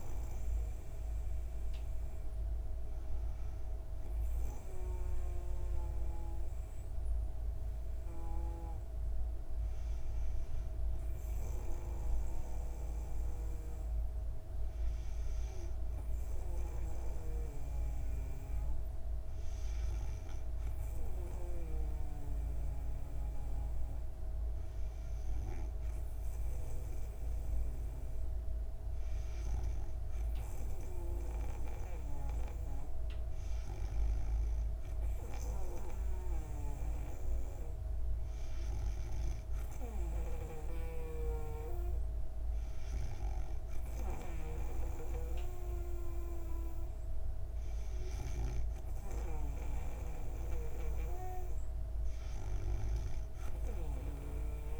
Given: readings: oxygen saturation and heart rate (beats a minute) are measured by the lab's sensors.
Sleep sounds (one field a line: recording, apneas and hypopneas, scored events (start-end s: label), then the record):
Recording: breathing in sleep by a room microphone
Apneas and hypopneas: none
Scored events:
12.00-22.50 s: snoring (device-marked)
39.50-50.00 s: snoring (device-marked)
From the record:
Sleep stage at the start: N2 (light sleep)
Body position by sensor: on the back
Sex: female